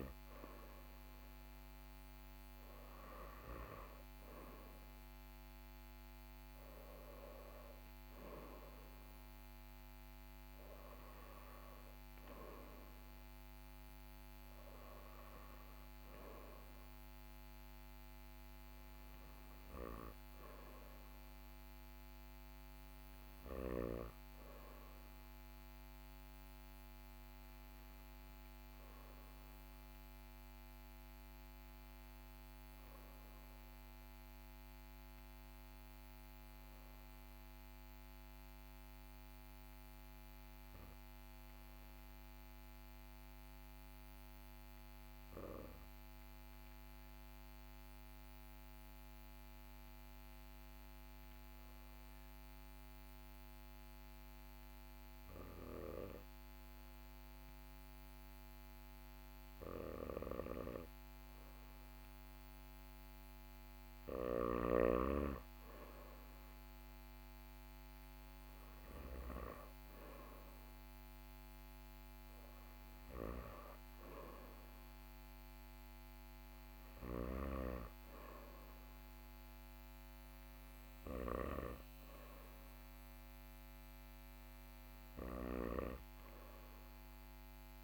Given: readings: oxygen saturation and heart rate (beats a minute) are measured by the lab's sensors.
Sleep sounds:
breathing in sleep by a microphone on the trachea; 1
33.50-59.50 s: hypopnea (oxygen 95% before, 92% lowest, heart rate 43 before, 39 extreme, up 1 after)
59.00-63.50 s: snoring (device-marked)
61.00-65.00 s: arousal
76.00-87.84 s: snoring (device-marked)
From the record:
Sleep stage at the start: N2 (light sleep); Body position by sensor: on the back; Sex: male

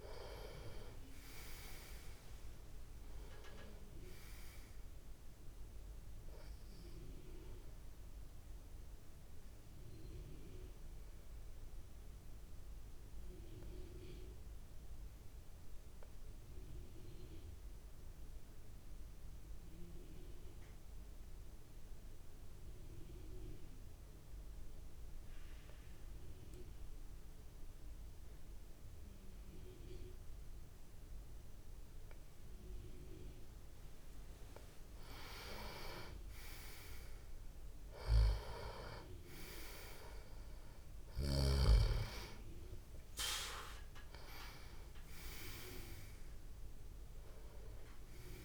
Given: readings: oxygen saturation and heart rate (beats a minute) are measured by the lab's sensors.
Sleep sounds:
breathing in sleep by a room microphone; 1
0.00-20.50 s: oxygen desaturation (device-marked, oxygen 89% lowest)
9.50-33.50 s: obstructive apnea (oxygen 97% before, 89% lowest)
35.00-40.00 s: arousal
35.50-48.45 s: oxygen desaturation (device-marked, oxygen 98% before, 89% lowest)
From the record:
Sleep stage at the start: N2 (light sleep); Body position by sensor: on the back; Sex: male

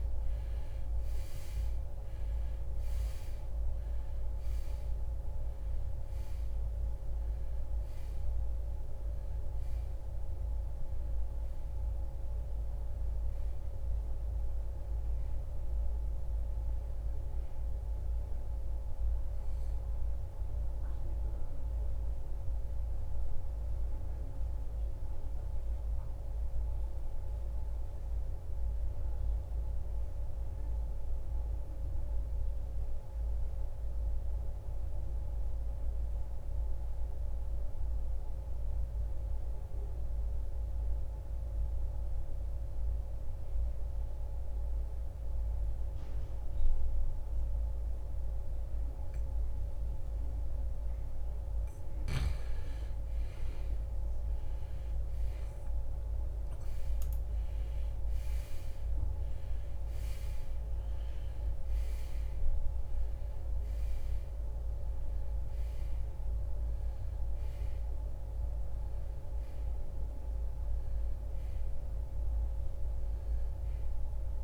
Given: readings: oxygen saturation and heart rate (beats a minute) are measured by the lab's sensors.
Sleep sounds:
breathing in sleep, hard to hear, by a room microphone; 1
0.00-34.00 s: oxygen desaturation (device-marked, oxygen 79% lowest, heart rate 55 extreme)
19.50-51.50 s: obstructive apnea (oxygen 94% before, 79% lowest, heart rate 78 before, 55 extreme, up 11 after)
52.00-74.44 s: oxygen desaturation (device-marked, oxygen 97% before, 81% lowest, heart rate 69 before, 55 extreme)
53.50-59.00 s: arousal
From the record:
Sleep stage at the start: N2 (light sleep); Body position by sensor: on the right side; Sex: male

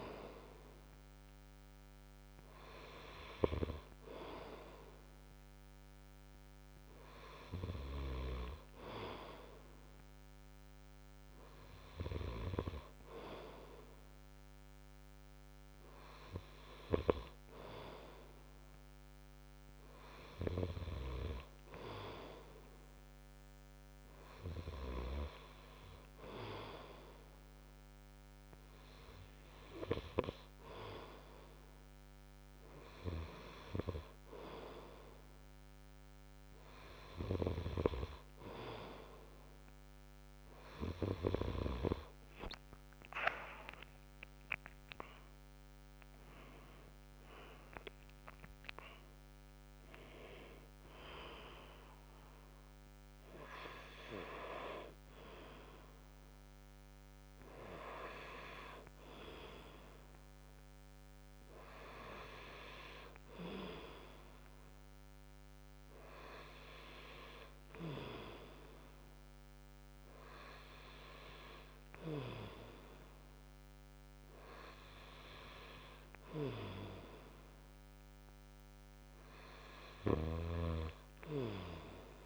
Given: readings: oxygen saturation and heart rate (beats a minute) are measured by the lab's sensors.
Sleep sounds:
breathing in sleep by a microphone on the trachea; none
none scored
From the record:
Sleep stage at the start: N2 (light sleep); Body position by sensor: on the right side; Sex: male

